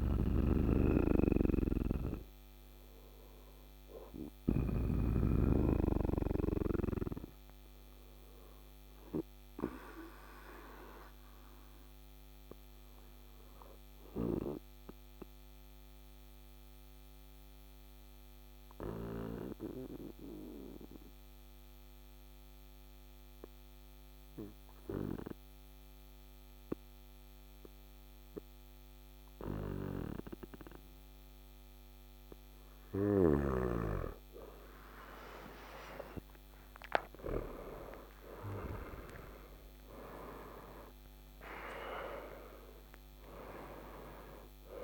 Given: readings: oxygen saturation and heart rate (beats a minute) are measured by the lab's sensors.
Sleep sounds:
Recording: breathing in sleep by a microphone on the trachea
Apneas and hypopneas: 1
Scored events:
0.00-4.00 s: snoring (device-marked)
10.50-31.50 s: obstructive apnea (oxygen 98% before, 94% lowest, heart rate 60 before, 56 extreme, up 12 after)
32.00-36.50 s: snoring (device-marked)
33.50-39.50 s: arousal
From the record:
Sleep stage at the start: N2 (light sleep)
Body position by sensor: on the right side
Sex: male

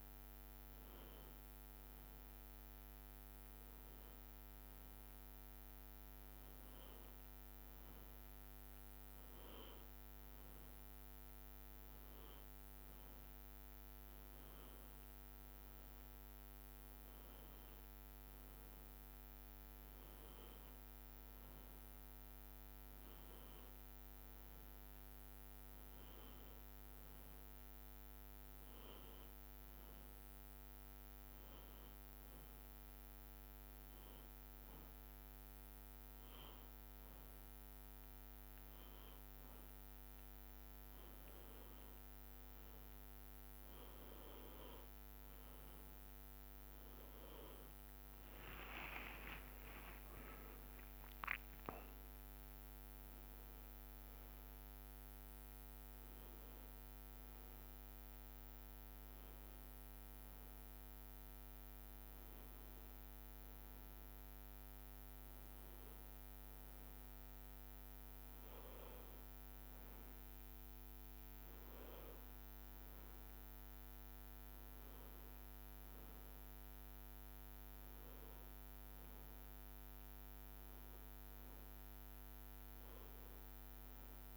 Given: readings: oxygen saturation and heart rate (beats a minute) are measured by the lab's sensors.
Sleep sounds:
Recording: breathing in sleep, hard to hear, by a microphone on the trachea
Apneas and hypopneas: none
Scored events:
0.00-2.00 s: arousal
0.00-11.50 s: drop in pulse transit time (device-marked, heart rate 66 extreme)
45.50-57.50 s: oxygen desaturation (device-marked, oxygen 96% before, 93% lowest, heart rate 67 before, 67 extreme)
48.50-53.50 s: arousal
From the record:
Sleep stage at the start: N1 (lightest sleep)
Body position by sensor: on the back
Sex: male

